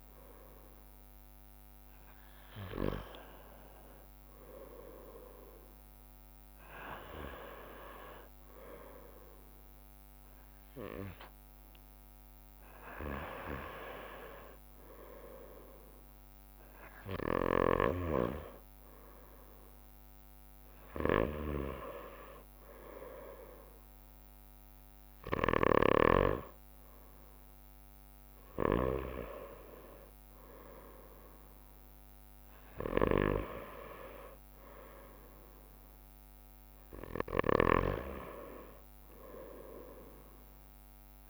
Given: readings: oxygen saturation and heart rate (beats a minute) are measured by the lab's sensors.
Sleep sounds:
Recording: breathing in sleep by a microphone on the trachea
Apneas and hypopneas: none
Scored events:
0.00-17.00 s: drop in pulse transit time (device-marked, heart rate 61 extreme)
29.00-38.00 s: drop in pulse transit time (device-marked, heart rate 63 before, 61 extreme)
From the record:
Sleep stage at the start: N1 (lightest sleep)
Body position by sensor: on the right side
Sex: male

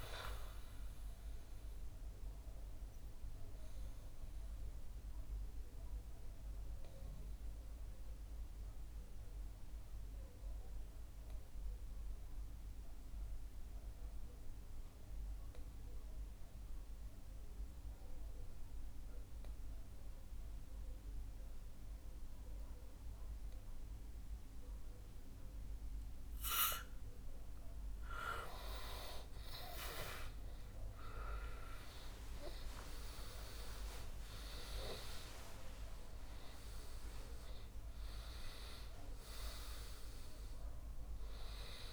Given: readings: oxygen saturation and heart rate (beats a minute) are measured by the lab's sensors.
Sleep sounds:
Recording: breathing in sleep by a room microphone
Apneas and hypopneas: 1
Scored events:
0.00-18.00 s: oxygen desaturation (device-marked, oxygen 93% lowest, heart rate 61 extreme)
3.00-25.00 s: obstructive apnea (oxygen 98% before, 93% lowest, heart rate 66 before, 61 extreme, up 6 after)
31.00-36.00 s: arousal
From the record:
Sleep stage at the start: N2 (light sleep)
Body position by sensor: on the back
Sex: male

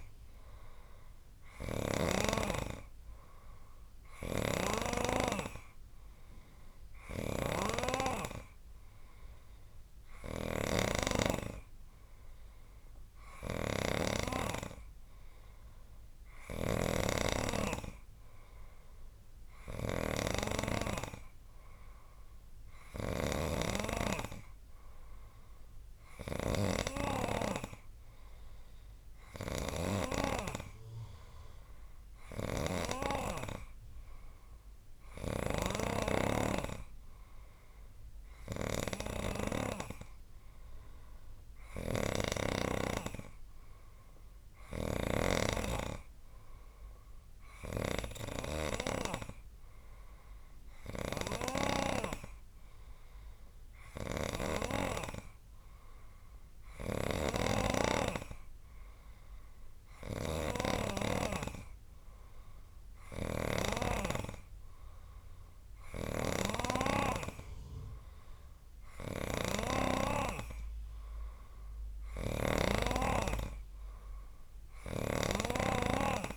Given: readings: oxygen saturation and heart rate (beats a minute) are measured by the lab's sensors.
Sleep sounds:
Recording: breathing in sleep by a room microphone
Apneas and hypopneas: none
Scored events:
0.00-2.00 s: snoring (device-marked)
4.00-27.50 s: snoring (device-marked)
29.50-33.00 s: snoring (device-marked)
35.00-45.50 s: snoring (device-marked)
47.50-52.00 s: snoring (device-marked)
54.00-64.00 s: snoring (device-marked)
66.00-76.37 s: snoring (device-marked)
From the record:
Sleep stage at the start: N3 (deep sleep)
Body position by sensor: on the right side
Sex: male

